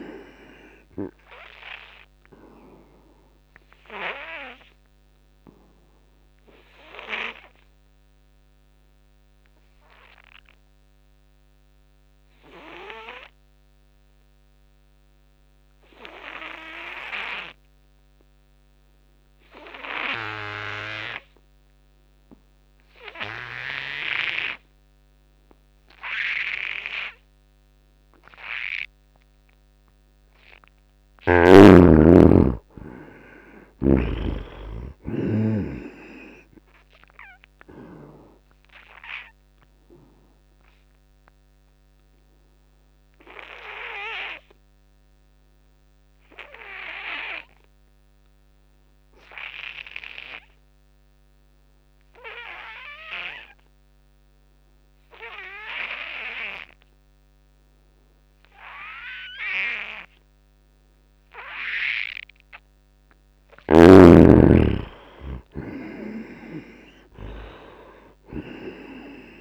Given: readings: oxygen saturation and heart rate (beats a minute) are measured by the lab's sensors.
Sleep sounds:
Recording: breathing in sleep by a microphone on the trachea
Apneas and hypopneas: 2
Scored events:
0.00-19.50 s: oxygen desaturation (device-marked, oxygen 77% lowest, heart rate 75 extreme)
4.00-29.00 s: obstructive apnea (oxygen 97% before, 76% lowest, heart rate 79 before, 75 extreme, up 7 after)
21.50-53.50 s: oxygen desaturation (device-marked, oxygen 97% before, 76% lowest, heart rate 85 before, 67 extreme)
30.50-34.00 s: arousal
40.00-63.50 s: obstructive apnea (oxygen 97% before, 76% lowest, heart rate 78 before, 67 extreme, up 20 after)
63.50-69.41 s: snoring (device-marked)
64.50-68.50 s: arousal
64.50-69.41 s: oxygen desaturation (device-marked, oxygen 96% before, 78% lowest, heart rate 82 before, 67 extreme)
From the record:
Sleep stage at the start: N2 (light sleep)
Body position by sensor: on the back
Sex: male

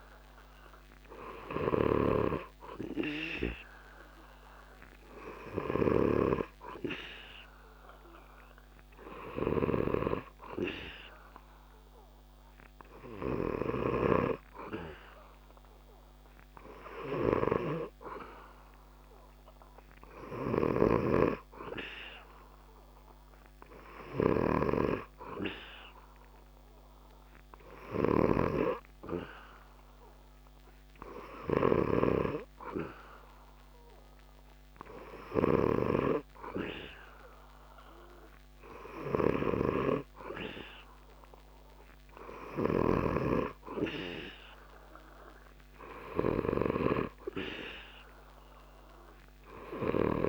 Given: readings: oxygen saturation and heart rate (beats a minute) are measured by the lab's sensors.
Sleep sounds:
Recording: breathing in sleep by a microphone on the trachea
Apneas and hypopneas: none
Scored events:
9.00-13.50 s: snoring (device-marked)
20.00-46.00 s: snoring (device-marked)
From the record:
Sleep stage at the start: N2 (light sleep)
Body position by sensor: on the back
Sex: male

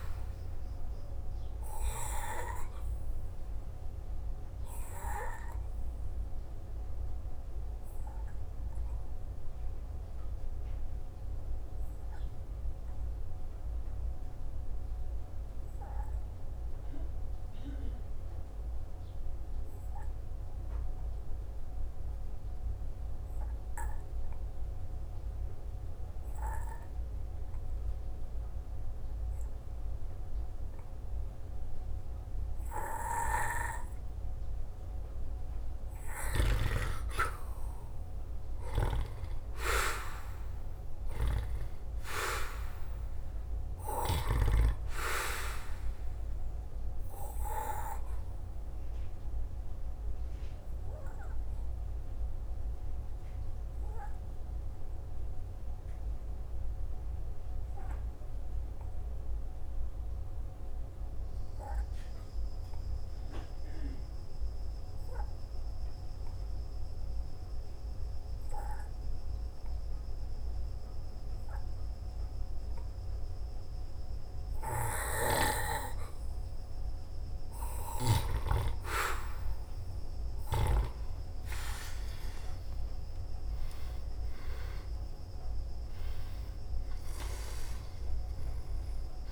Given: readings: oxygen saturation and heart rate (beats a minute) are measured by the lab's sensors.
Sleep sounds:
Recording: breathing in sleep by a room microphone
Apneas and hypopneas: 2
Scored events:
0.00-31.00 s: oxygen desaturation (device-marked, oxygen 84% lowest, heart rate 54 extreme)
1.50-34.50 s: obstructive apnea (oxygen 97% before, 83% lowest, heart rate 56 before, 54 extreme, up 1 after)
37.00-40.50 s: arousal
37.00-77.00 s: oxygen desaturation (device-marked, oxygen 97% before, 83% lowest, heart rate 57 before, 55 extreme)
47.00-76.00 s: obstructive apnea (oxygen 97% before, 83% lowest, heart rate 57 before, 55 extreme, up 12 after)
80.00-84.50 s: arousal
81.50-83.50 s: long interval between heartbeats (device-marked, heart rate 56 before, 66 extreme)
86.00-89.32 s: oxygen desaturation (device-marked, oxygen 97% before, 87% lowest, heart rate 58 before, 54 extreme)
From the record:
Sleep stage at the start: N2 (light sleep)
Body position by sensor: on the back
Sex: male

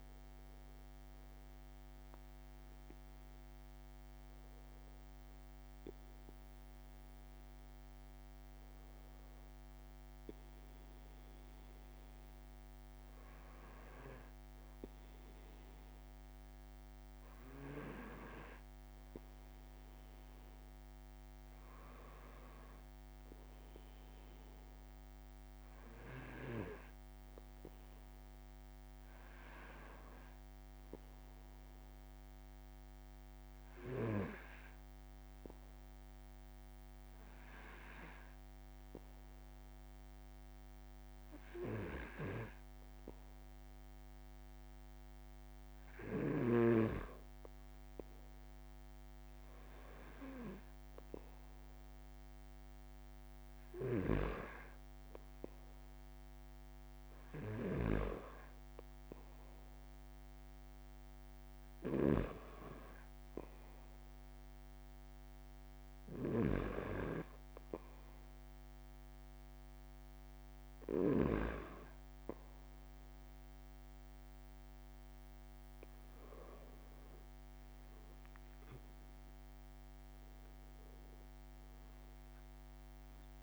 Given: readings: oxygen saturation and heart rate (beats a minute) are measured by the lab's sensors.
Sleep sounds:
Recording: breathing in sleep by a microphone on the trachea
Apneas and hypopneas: none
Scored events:
7.50-9.50 s: long interval between heartbeats (device-marked)
47.00-49.00 s: long interval between heartbeats (device-marked)
57.50-59.50 s: long interval between heartbeats (device-marked)
78.50-80.50 s: long interval between heartbeats (device-marked)
79.00-83.43 s: new sleep stage, REM sleep
From the record:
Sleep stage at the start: N2 (light sleep)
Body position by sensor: on the back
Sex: male

